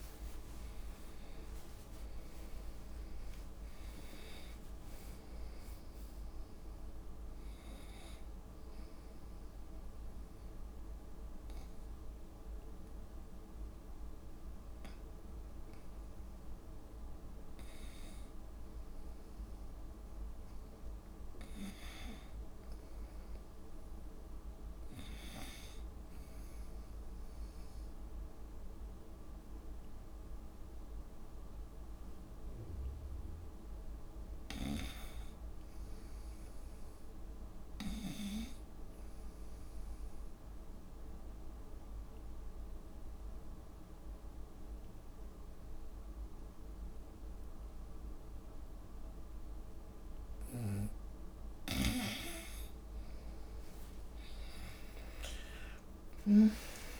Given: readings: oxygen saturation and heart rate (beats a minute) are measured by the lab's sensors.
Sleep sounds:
breathing in sleep by a room microphone; 2
0.00-6.50 s: drop in pulse transit time (device-marked, heart rate 129 extreme)
0.00-7.50 s: tachycardia (device-marked, heart rate 168 extreme)
0.00-14.50 s: oxygen desaturation (device-marked, oxygen 85% lowest, heart rate 62 extreme)
1.50-3.50 s: long interval between heartbeats (device-marked, heart rate 100 before, 149 extreme)
5.00-7.00 s: long interval between heartbeats (device-marked, heart rate 112 before, 129 extreme)
7.00-9.00 s: long interval between heartbeats (device-marked, heart rate 119 before, 126 extreme)
9.50-22.00 s: hypopnea (oxygen 97% before, 85% lowest, heart rate 127 before, 62 extreme, up 3 after)
21.50-30.50 s: drop in pulse transit time (device-marked, heart rate 98 before, 63 extreme)
24.00-28.50 s: arousal
39.00-41.00 s: long interval between heartbeats (device-marked, heart rate 65 before, 72 extreme)
40.00-51.00 s: obstructive apnea (oxygen 98% before, 86% lowest, heart rate 65 before, 62 extreme, up 43 after)
44.50-57.00 s: oxygen desaturation (device-marked, oxygen 95% before, 86% lowest, heart rate 70 before, 61 extreme)
52.50-54.50 s: long interval between heartbeats (device-marked, heart rate 71 before, 85 extreme)
53.50-55.50 s: tachycardia (device-marked, heart rate 79 before, 100 extreme)
55.00-57.00 s: long interval between heartbeats (device-marked, heart rate 74 before, 97 extreme)
55.50-57.00 s: arousal
From the record:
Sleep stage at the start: N2 (light sleep); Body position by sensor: on the right side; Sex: female

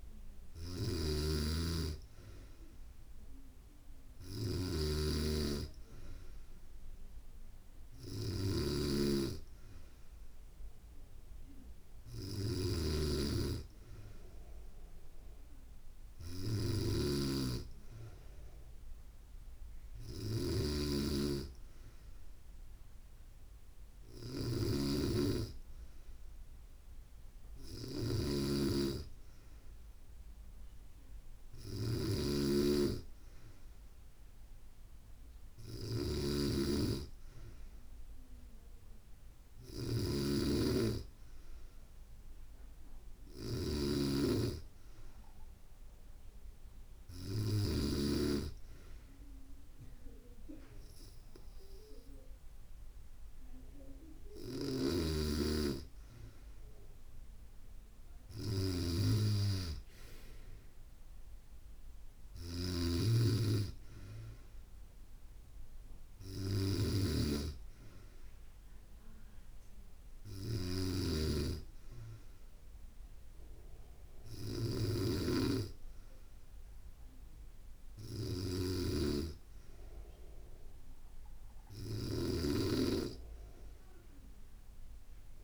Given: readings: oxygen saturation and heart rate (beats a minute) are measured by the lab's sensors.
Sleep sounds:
breathing in sleep by a room microphone; none
0.00-47.50 s: snoring (device-marked)
30.50-32.50 s: bradycardia (device-marked, heart rate 68 before, 68 extreme)
54.00-85.44 s: snoring (device-marked)
From the record:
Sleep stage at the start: N2 (light sleep); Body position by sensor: on the back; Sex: female

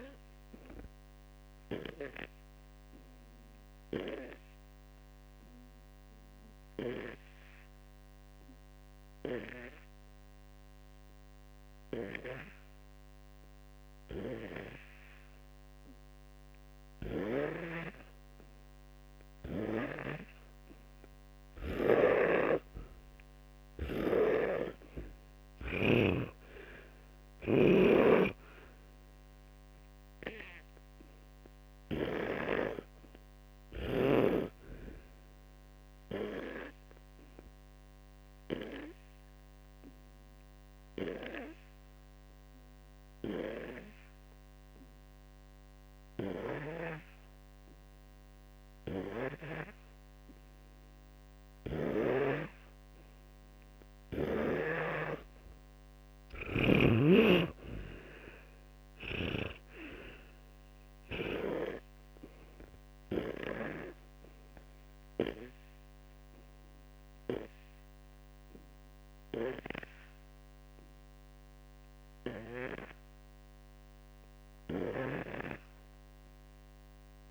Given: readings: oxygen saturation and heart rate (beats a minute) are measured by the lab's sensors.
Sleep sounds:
breathing in sleep by a microphone on the trachea; 2
6.50-16.50 s: obstructive apnea (oxygen 99% before, 90% lowest, heart rate 87 before, 55 extreme, up 0 after)
19.50-23.50 s: arousal
23.50-27.50 s: snoring (device-marked)
35.50-59.50 s: oxygen desaturation (device-marked, oxygen 98% before, 90% lowest, heart rate 64 before, 56 extreme)
36.00-52.00 s: hypopnea (oxygen 100% before, 90% lowest, heart rate 64 before, 56 extreme, up 21 after)
57.50-62.00 s: arousal
From the record:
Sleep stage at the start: N2 (light sleep); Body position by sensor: on the back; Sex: male

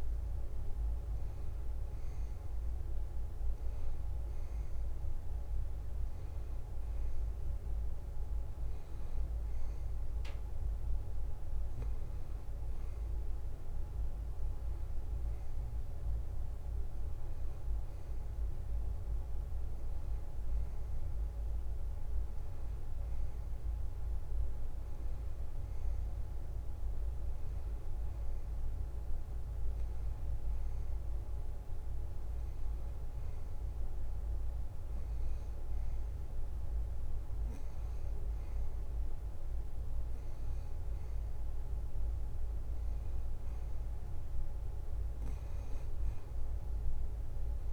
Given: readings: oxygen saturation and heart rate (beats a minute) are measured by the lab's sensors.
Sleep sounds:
breathing in sleep, hard to hear, by a room microphone; none
none scored
From the record:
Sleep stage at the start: N2 (light sleep); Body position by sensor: on the back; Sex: male

